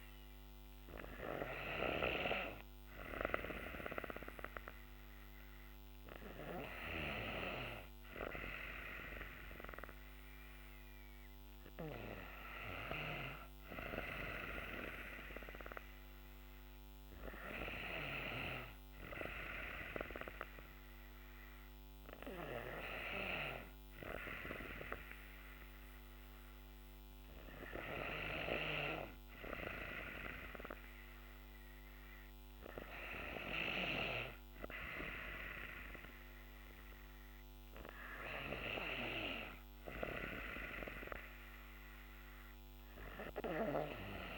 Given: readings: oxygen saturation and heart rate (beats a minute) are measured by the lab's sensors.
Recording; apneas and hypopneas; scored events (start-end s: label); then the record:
breathing in sleep by a microphone on the trachea; none
none scored
From the record:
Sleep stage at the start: N2 (light sleep); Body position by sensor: on the back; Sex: female